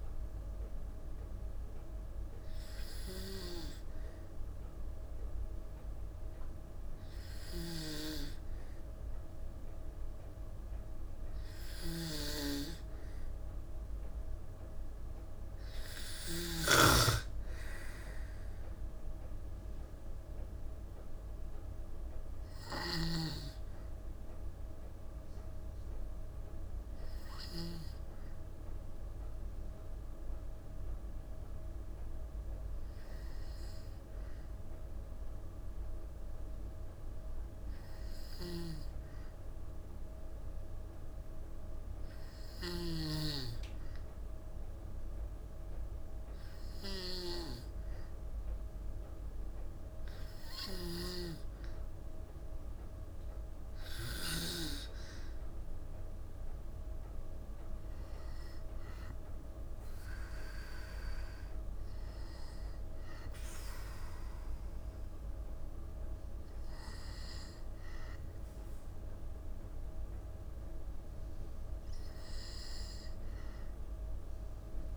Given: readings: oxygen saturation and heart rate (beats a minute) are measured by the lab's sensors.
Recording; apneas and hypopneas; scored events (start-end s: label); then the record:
breathing in sleep by a room microphone; 1
7.00-16.00 s: snoring (device-marked)
17.00-21.00 s: arousal
24.50-41.00 s: hypopnea (oxygen 94% before, 93% lowest, heart rate 54 before, 52 extreme, up 2 after)
37.50-54.00 s: snoring (device-marked)
44.00-48.50 s: arousal
From the record:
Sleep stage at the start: N2 (light sleep); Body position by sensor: on the back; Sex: female